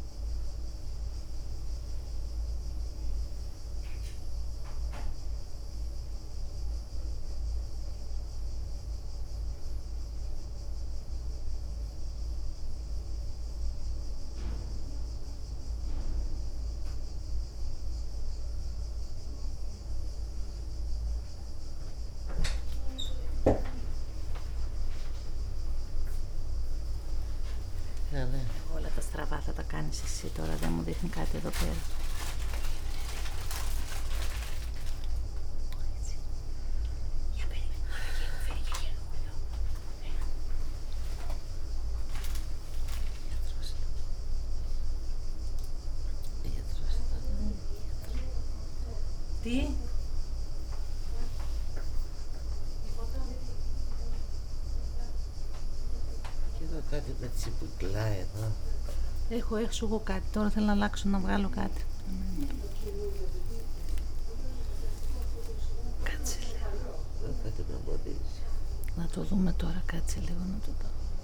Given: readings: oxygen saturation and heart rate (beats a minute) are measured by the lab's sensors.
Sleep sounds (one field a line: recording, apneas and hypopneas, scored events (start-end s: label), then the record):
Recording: a person awake in a sleep study, by a room microphone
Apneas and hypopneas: 1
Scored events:
1.00-3.50 s: leg movement (device-marked)
9.50-20.00 s: hypopnea (oxygen 99% before, 94% lowest, heart rate 79 before, 69 extreme, up 5 after)
21.50-37.50 s: oxygen desaturation (device-marked, oxygen 99% before, 94% lowest, heart rate 72 before, 73 extreme)
27.50-32.50 s: tachycardia (device-marked, heart rate 75 before, 104 extreme)
28.00-35.50 s: leg movement (device-marked)
30.50-32.50 s: long interval between heartbeats (device-marked, heart rate 73 before, 102 extreme)
38.50-44.50 s: tachycardia (device-marked, heart rate 75 before, 128 extreme)
41.00-43.00 s: long interval between heartbeats (device-marked, heart rate 84 before, 99 extreme)
43.00-45.00 s: long interval between heartbeats (device-marked, heart rate 87 before, 128 extreme)
44.50-48.50 s: leg movement (device-marked)
51.00-53.00 s: long interval between heartbeats (device-marked, heart rate 101 before, 94 extreme)
59.50-66.50 s: tachycardia (device-marked, heart rate 76 before, 110 extreme)
66.50-68.50 s: long interval between heartbeats (device-marked, heart rate 91 before, 116 extreme)
67.00-69.00 s: leg movement (device-marked)
69.50-70.50 s: leg movement (device-marked)
From the record:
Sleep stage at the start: awake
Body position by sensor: on the back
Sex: female